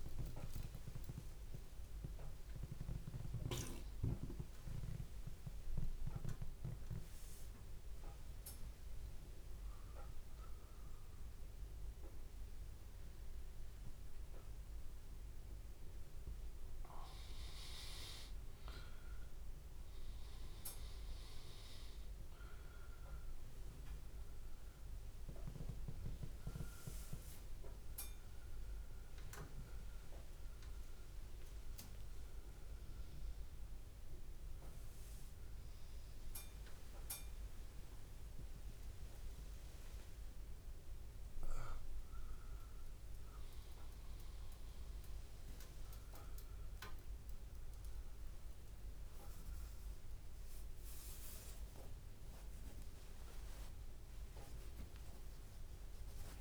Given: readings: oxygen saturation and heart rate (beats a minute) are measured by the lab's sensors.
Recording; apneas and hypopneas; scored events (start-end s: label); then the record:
a person awake in a sleep study, by a room microphone; none
0.00-6.00 s: bradycardia (device-marked)
12.00-14.00 s: long interval between heartbeats (device-marked, heart rate 81 before, 84 extreme)
14.00-21.00 s: bradycardia (device-marked, heart rate 101 before, 57 extreme)
15.00-17.00 s: long interval between heartbeats (device-marked, heart rate 77 before, 85 extreme)
19.50-21.50 s: long interval between heartbeats (device-marked, heart rate 69 before, 58 extreme)
22.00-24.00 s: long interval between heartbeats (device-marked, heart rate 60 before, 53 extreme)
25.50-27.50 s: long interval between heartbeats (device-marked, heart rate 62 before, 68 extreme)
28.50-30.50 s: long interval between heartbeats (device-marked, heart rate 70 before, 72 extreme)
33.50-35.50 s: long interval between heartbeats (device-marked, heart rate 68 before, 63 extreme)
36.00-38.00 s: long interval between heartbeats (device-marked, heart rate 65 before, 69 extreme)
39.00-56.41 s: bradycardia (device-marked)
From the record:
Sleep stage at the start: awake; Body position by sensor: on the back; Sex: male